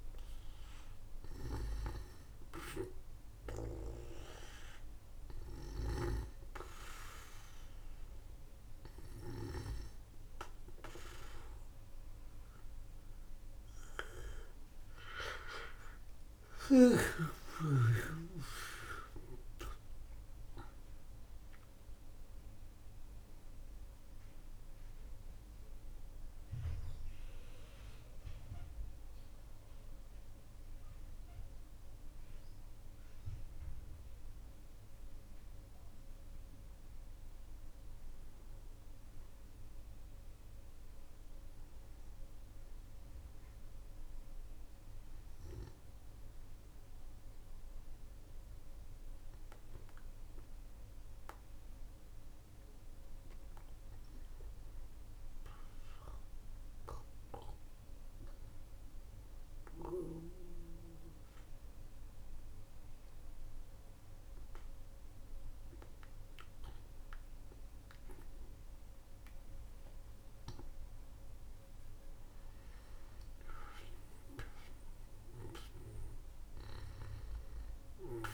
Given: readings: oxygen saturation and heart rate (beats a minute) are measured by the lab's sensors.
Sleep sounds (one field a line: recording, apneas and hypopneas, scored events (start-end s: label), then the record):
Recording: breathing in sleep by a room microphone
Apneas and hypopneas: 2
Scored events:
2.50-14.00 s: hypopnea (oxygen 98% before, 94% lowest, heart rate 66 before, 47 extreme, up 13 after)
6.50-21.50 s: oxygen desaturation (device-marked, oxygen 97% before, 94% lowest, heart rate 65 before, 46 extreme)
8.50-38.50 s: new sleep stage, N1 (lightest sleep)
15.00-20.50 s: arousal
38.50-78.34 s: new sleep stage, N2 (light sleep)
40.00-53.00 s: obstructive apnea (oxygen 97% before, 94% lowest, heart rate 56 before, 46 extreme, up 23 after)
55.50-60.00 s: arousal
67.50-78.34 s: oxygen desaturation (device-marked, oxygen 98% before, 95% lowest, heart rate 64 before, 49 extreme)
From the record:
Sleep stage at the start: N2 (light sleep)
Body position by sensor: on the back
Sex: male